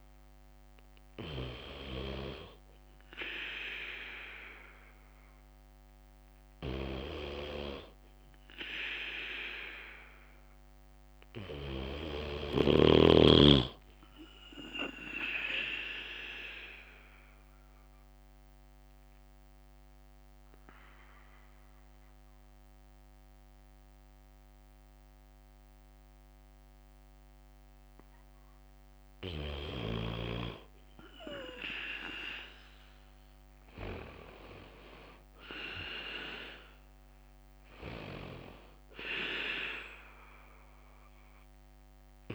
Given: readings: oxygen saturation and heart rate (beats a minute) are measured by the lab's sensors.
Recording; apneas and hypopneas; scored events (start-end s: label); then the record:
breathing in sleep by a microphone on the trachea; 1
2.50-42.35 s: new sleep stage, N2 (light sleep)
15.50-28.50 s: obstructive apnea (oxygen 94% before, 90% lowest, heart rate 60 before, 52 extreme, up 1 after)
15.50-29.50 s: drop in pulse transit time (device-marked, heart rate 60 before, 58 extreme)
17.50-33.50 s: bradycardia (device-marked, heart rate 60 before, 56 extreme)
35.50-39.50 s: arousal
40.50-42.35 s: bradycardia (device-marked, heart rate 60 before, 52 extreme)
From the record:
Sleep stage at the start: N3 (deep sleep); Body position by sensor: on the back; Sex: male